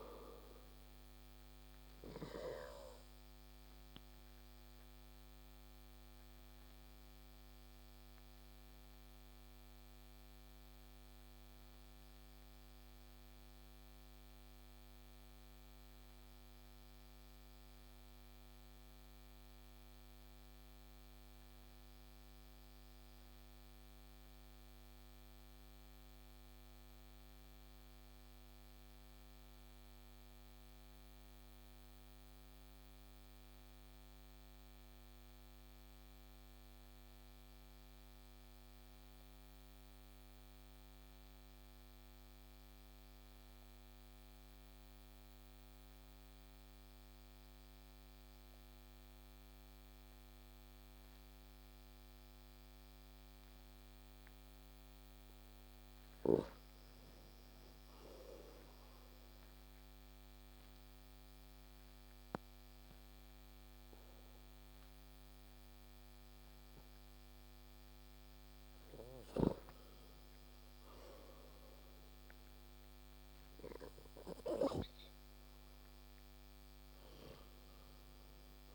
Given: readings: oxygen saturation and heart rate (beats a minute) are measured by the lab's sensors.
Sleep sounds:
breathing in sleep by a microphone on the trachea; 1
1.00-53.50 s: obstructive apnea (oxygen 96% before, 89% lowest)
15.00-24.00 s: oxygen desaturation (device-marked, oxygen 92% before, 89% lowest)
47.00-52.00 s: oxygen desaturation (device-marked, oxygen 98% before, 96% lowest)
55.50-59.50 s: arousal
From the record:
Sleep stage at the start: N2 (light sleep); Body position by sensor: on the back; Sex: male

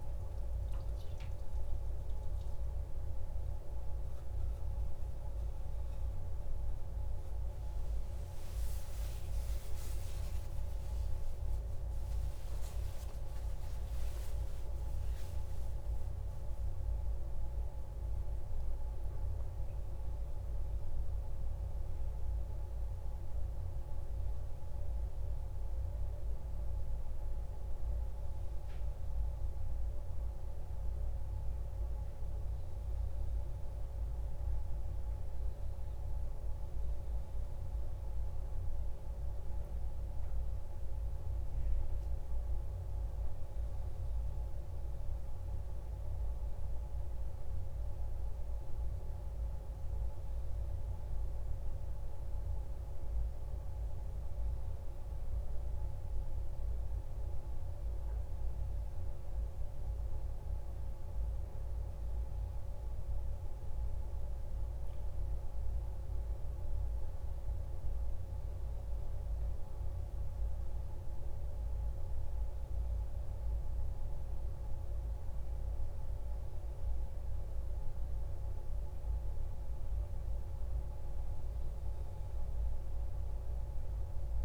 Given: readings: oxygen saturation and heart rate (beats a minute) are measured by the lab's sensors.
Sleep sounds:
a person awake in a sleep study, hard to hear, by a room microphone; none
none scored
From the record:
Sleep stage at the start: awake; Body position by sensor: on the back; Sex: male

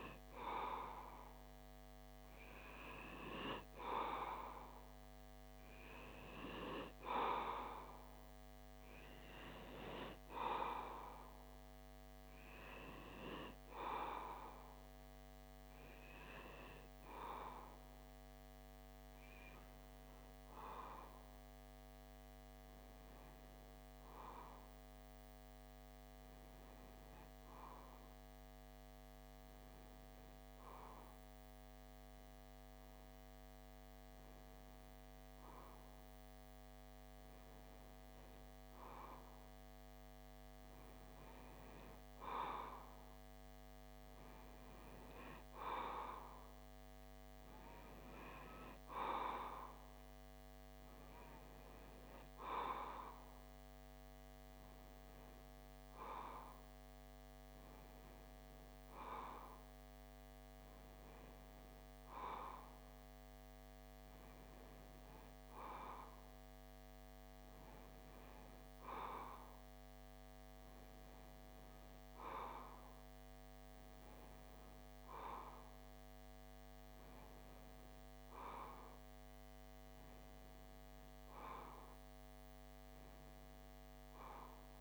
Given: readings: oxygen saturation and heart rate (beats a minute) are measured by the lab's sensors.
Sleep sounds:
breathing in sleep by a microphone on the trachea; 1
21.00-42.50 s: hypopnea (oxygen 96% before, 93% lowest)
44.50-48.00 s: arousal
79.00-84.81 s: new sleep stage, REM sleep
From the record:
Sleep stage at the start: N2 (light sleep); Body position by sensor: on the left side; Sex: male

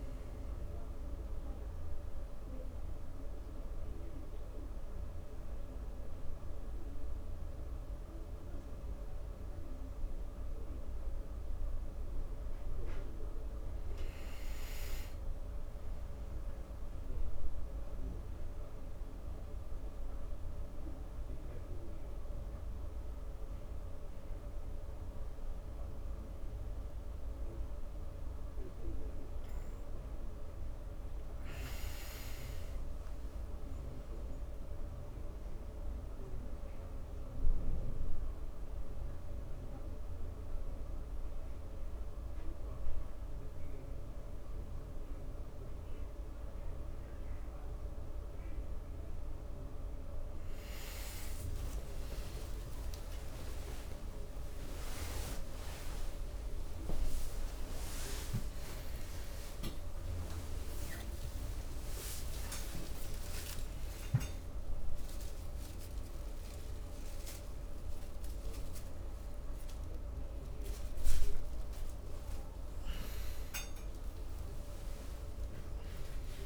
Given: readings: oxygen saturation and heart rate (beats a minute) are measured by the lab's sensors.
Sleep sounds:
a person partly awake in a sleep study, hard to hear, by a room microphone; 3
0.00-1.50 s: arousal
5.00-15.00 s: mixed apnea (oxygen 98% before, 94% lowest, heart rate 48 before, 46 extreme, up 0 after)
15.50-18.00 s: arousal
20.00-32.50 s: mixed apnea (oxygen 98% before, 94% lowest)
33.50-36.00 s: arousal
37.50-51.00 s: mixed apnea (oxygen 98% before, 94% lowest)
45.50-76.46 s: new sleep stage, awake
64.50-68.50 s: oxygen desaturation (device-marked, oxygen 97% before, 95% lowest, heart rate 39 before, 49 extreme)
From the record:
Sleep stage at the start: N2 (light sleep); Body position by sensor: on the right side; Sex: male

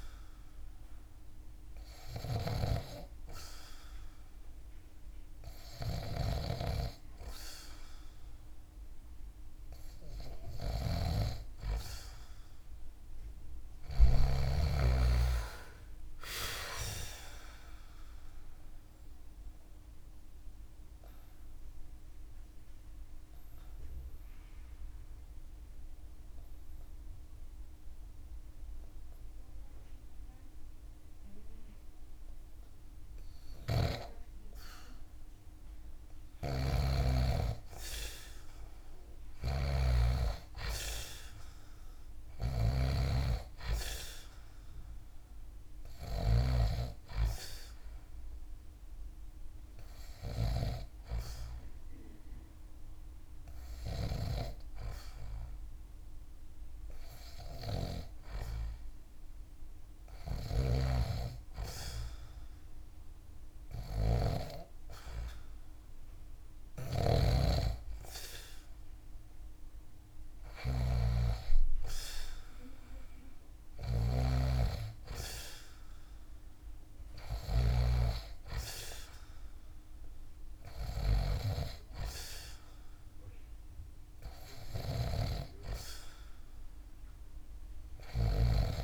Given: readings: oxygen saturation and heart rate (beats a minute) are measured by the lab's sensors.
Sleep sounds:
breathing in sleep by a room microphone; 2
1.50-6.00 s: snoring (device-marked)
12.50-16.00 s: arousal
18.00-34.00 s: obstructive apnea (oxygen 98% before, 95% lowest)
32.50-45.50 s: snoring (device-marked)
36.00-39.50 s: arousal
48.50-59.00 s: hypopnea (oxygen 99% before, 95% lowest)
52.50-69.50 s: oxygen desaturation (device-marked, oxygen 99% before, 95% lowest)
59.50-77.00 s: snoring (device-marked)
62.50-67.00 s: arousal
83.50-88.84 s: oxygen desaturation (device-marked, oxygen 99% before, 96% lowest)
84.00-88.84 s: snoring (device-marked)
From the record:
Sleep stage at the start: N2 (light sleep); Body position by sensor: on the back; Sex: male

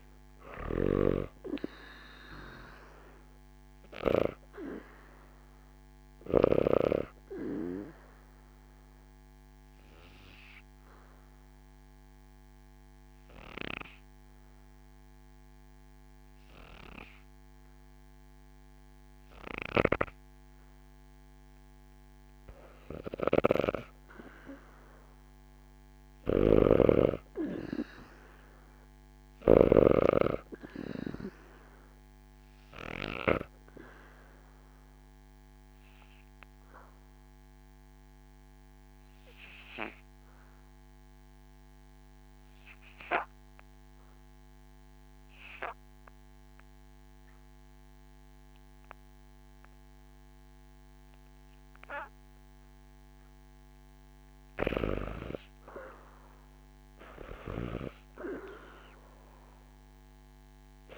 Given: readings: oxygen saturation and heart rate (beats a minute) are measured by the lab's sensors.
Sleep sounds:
breathing in sleep by a microphone on the trachea; 2
0.00-6.50 s: snoring (device-marked)
0.00-19.00 s: oxygen desaturation (device-marked, oxygen 85% lowest, heart rate 69 extreme)
7.00-20.50 s: obstructive apnea (oxygen 98% before, 71% lowest, heart rate 72 before, 69 extreme, up 1 after)
22.00-24.50 s: arousal
24.00-60.98 s: oxygen desaturation (device-marked, oxygen 98% before, 82% lowest, heart rate 73 before, 65 extreme)
26.00-29.50 s: snoring (device-marked)
34.50-52.50 s: obstructive apnea (oxygen 98% before, 71% lowest, heart rate 71 before, 65 extreme, up 0 after)
54.00-56.50 s: arousal
57.00-60.98 s: snoring (device-marked)
From the record:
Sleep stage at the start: N2 (light sleep); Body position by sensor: on the back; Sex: female

